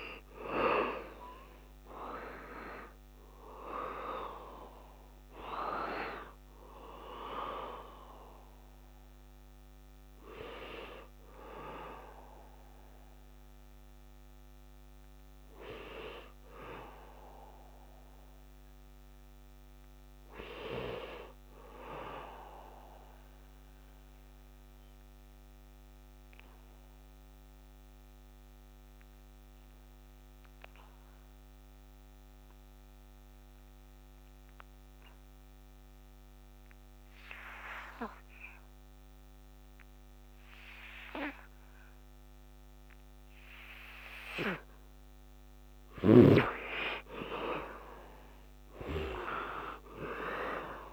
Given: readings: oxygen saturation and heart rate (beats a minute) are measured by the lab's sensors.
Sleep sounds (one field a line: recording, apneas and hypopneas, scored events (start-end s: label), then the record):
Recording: breathing in sleep by a microphone on the trachea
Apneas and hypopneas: 1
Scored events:
0.00-1.00 s: arousal
0.00-25.00 s: oxygen desaturation (device-marked, oxygen 61% lowest, heart rate 61 extreme)
21.50-42.50 s: obstructive apnea (oxygen 78% before, 61% lowest, heart rate 74 before, 64 extreme, up 11 after)
41.00-50.93 s: oxygen desaturation (device-marked, oxygen 99% before, 73% lowest, heart rate 72 before, 64 extreme)
44.50-49.00 s: arousal
From the record:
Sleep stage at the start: N2 (light sleep)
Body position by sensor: on the back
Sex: male